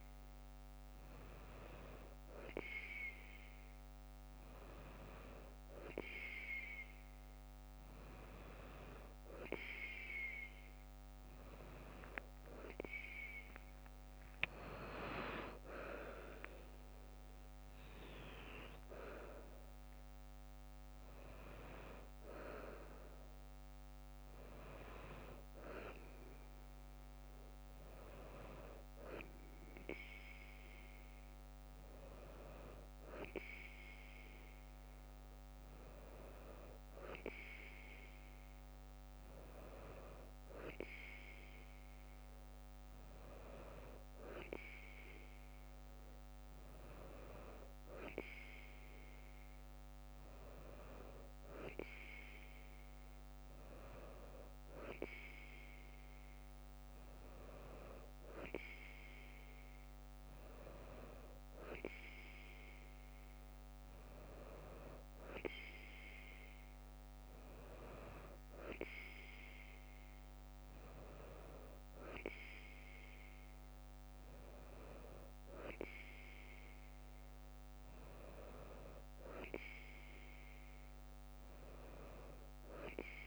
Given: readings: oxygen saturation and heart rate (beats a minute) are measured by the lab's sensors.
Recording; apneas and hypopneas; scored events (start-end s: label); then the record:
breathing in sleep by a microphone on the trachea; none
12.50-15.50 s: arousal
14.00-16.00 s: long interval between heartbeats (device-marked, heart rate 60 before, 71 extreme)
From the record:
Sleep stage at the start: N2 (light sleep); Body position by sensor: on the right side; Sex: female